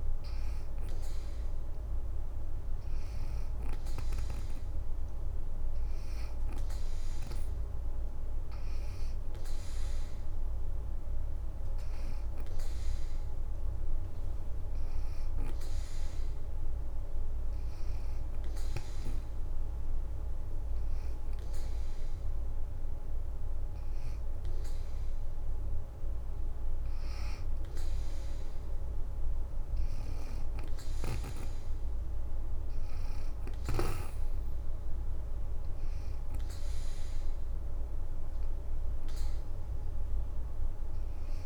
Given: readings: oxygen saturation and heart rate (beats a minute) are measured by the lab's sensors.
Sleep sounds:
breathing in sleep, hard to hear, by a room microphone; 1
0.00-2.00 s: oxygen desaturation (device-marked, oxygen 86% lowest, heart rate 64 extreme)
17.50-28.50 s: hypopnea (oxygen 88% before, 84% lowest, heart rate 79 before, 71 extreme, up 21 after)
32.00-35.50 s: arousal
36.00-41.46 s: oxygen desaturation (device-marked, oxygen 88% before, 84% lowest, heart rate 77 before, 71 extreme)
From the record:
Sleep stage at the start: N2 (light sleep); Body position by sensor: on the back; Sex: female

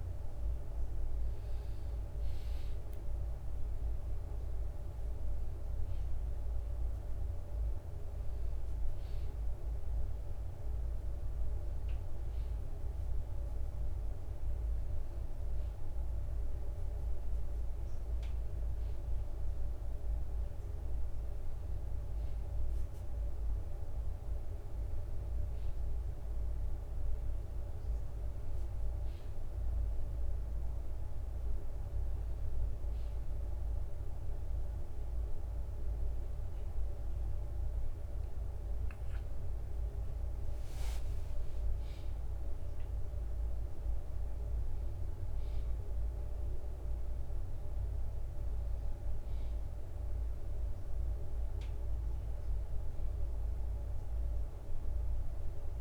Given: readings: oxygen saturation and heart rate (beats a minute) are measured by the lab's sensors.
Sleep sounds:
a person awake in a sleep study, hard to hear, by a room microphone; none
0.00-33.00 s: bradycardia (device-marked, heart rate 56 extreme)
41.00-55.81 s: bradycardia (device-marked, heart rate 71 before, 55 extreme)
From the record:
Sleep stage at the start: awake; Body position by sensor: on the back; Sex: male

